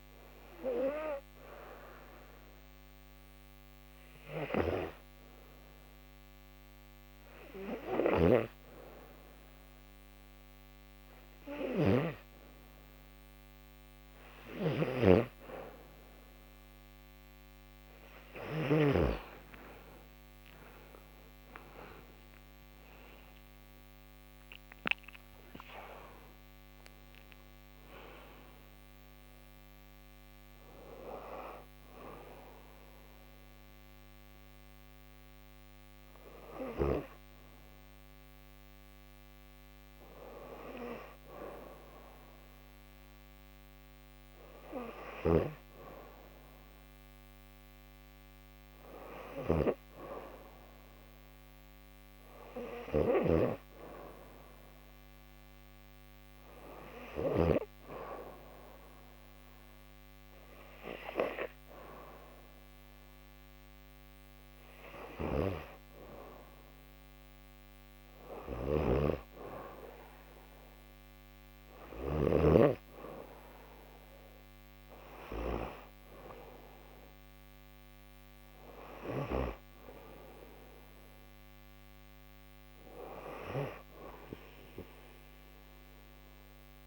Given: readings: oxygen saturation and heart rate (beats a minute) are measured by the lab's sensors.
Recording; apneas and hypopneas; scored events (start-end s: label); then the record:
breathing in sleep by a microphone on the trachea; 2
3.50-14.50 s: hypopnea (oxygen 99% before, 93% lowest, heart rate 73 before, 65 extreme, up 3 after)
13.50-46.50 s: oxygen desaturation (device-marked, oxygen 98% before, 93% lowest, heart rate 69 before, 65 extreme)
18.50-24.00 s: arousal
46.50-50.00 s: arousal
52.50-57.00 s: snoring (device-marked)
53.00-64.00 s: hypopnea (oxygen 98% before, 91% lowest, heart rate 67 before, 69 extreme, up 7 after)
66.50-70.00 s: arousal
68.00-72.00 s: snoring (device-marked)
From the record:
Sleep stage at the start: N2 (light sleep); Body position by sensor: on the back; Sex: female